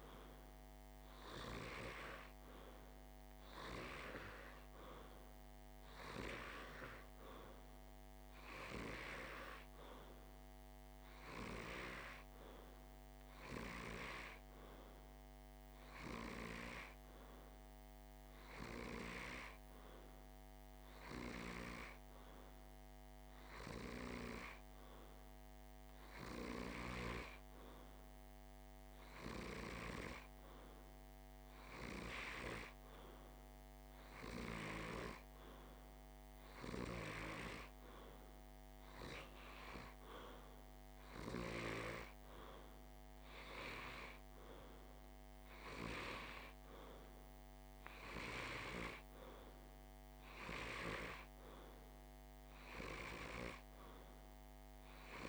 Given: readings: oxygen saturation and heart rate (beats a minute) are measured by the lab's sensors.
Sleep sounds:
breathing in sleep by a microphone on the trachea; none
none scored
From the record:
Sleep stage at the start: N2 (light sleep); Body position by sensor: on the back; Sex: male

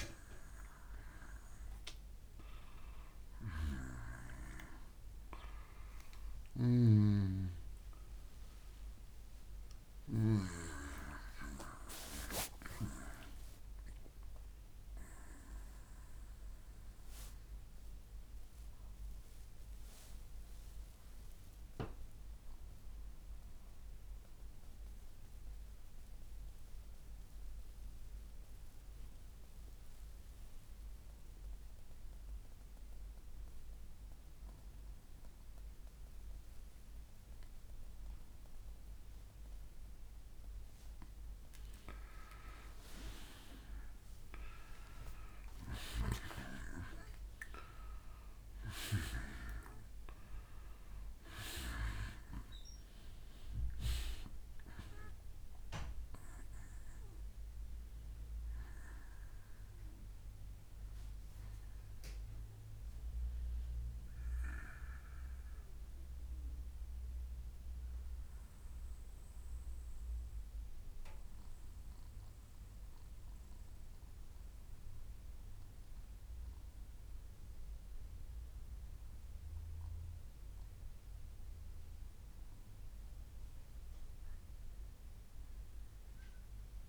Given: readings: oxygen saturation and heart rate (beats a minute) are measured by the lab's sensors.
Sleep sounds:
breathing in sleep by a room microphone; 2
2.50-8.50 s: arousal
6.50-24.50 s: oxygen desaturation (device-marked, oxygen 96% before, 92% lowest, heart rate 65 before, 60 extreme)
16.00-38.00 s: obstructive apnea (oxygen 98% before, 86% lowest, heart rate 66 before, 60 extreme, up 11 after)
39.50-65.50 s: oxygen desaturation (device-marked, oxygen 96% before, 86% lowest, heart rate 62 before, 59 extreme)
42.00-45.50 s: arousal
64.50-82.50 s: obstructive apnea (oxygen 95% before, 90% lowest, heart rate 66 before, 59 extreme, up 4 after)
67.50-73.50 s: bradycardia (device-marked, heart rate 63 before, 59 extreme)
From the record:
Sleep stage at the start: N2 (light sleep); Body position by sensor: on the back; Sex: male

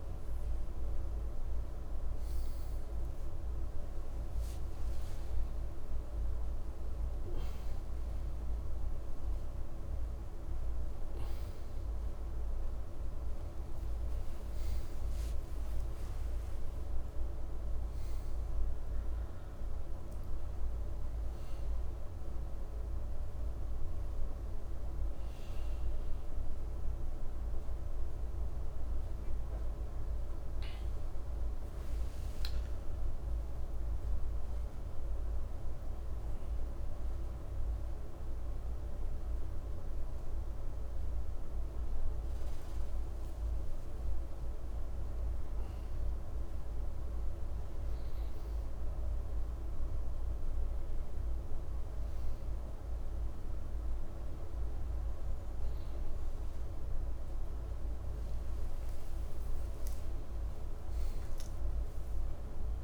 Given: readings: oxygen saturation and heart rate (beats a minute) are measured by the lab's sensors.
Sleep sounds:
a person awake in a sleep study, hard to hear, by a room microphone; none
56.00-62.84 s: new sleep stage, N1 (lightest sleep)
From the record:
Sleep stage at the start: awake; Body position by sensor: on the right side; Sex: male

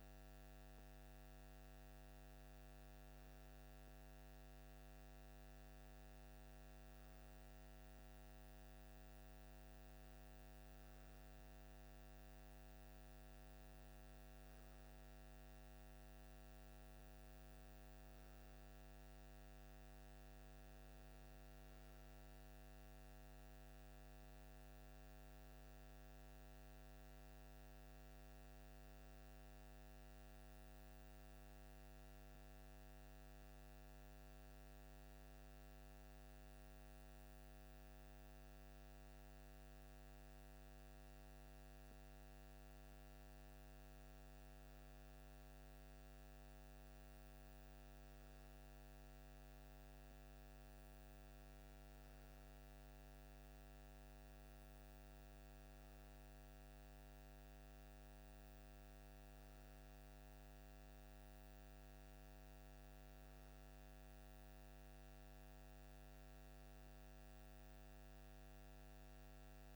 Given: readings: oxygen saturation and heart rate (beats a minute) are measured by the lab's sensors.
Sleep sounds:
breathing in sleep, hard to hear, by a microphone on the trachea; none
none scored
From the record:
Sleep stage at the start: REM sleep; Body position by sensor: on the left side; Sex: male

